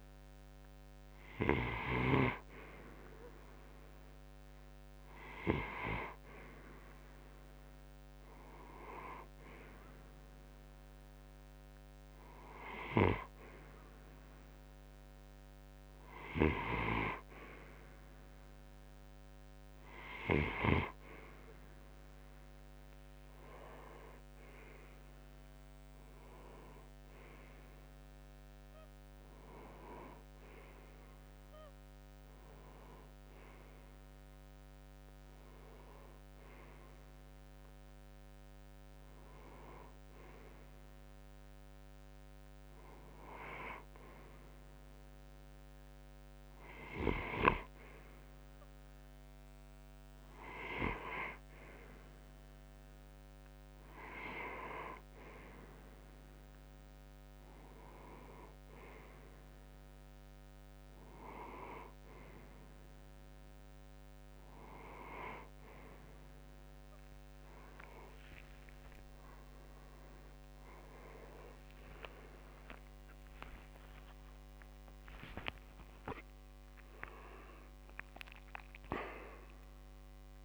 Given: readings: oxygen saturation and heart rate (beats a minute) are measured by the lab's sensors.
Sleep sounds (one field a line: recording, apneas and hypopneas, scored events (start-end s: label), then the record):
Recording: breathing in sleep by a microphone on the trachea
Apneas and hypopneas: none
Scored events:
24.00-28.00 s: arousal
67.00-80.45 s: new sleep stage, N1 (lightest sleep)
67.50-73.50 s: arousal
From the record:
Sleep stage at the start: N2 (light sleep)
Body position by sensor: on the right side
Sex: male